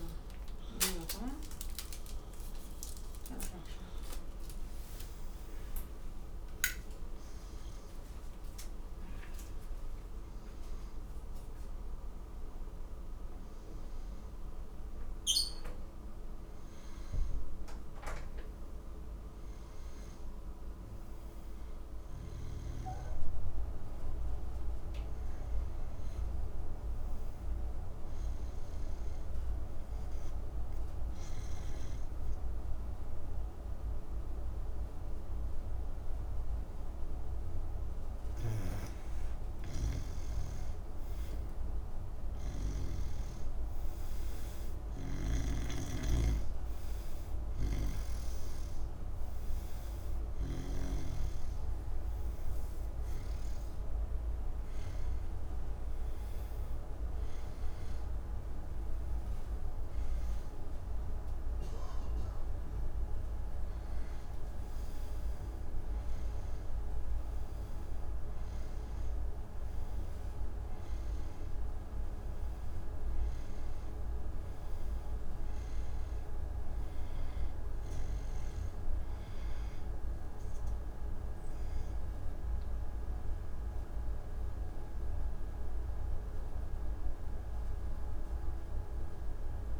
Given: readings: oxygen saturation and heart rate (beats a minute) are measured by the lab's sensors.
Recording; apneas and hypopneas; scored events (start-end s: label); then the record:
breathing in sleep by a room microphone; none
23.50-49.50 s: oxygen desaturation (device-marked, oxygen 97% before, 93% lowest, heart rate 81 before, 69 extreme)
44.50-50.50 s: snoring (device-marked)
From the record:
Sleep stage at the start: N3 (deep sleep); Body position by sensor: on the back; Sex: male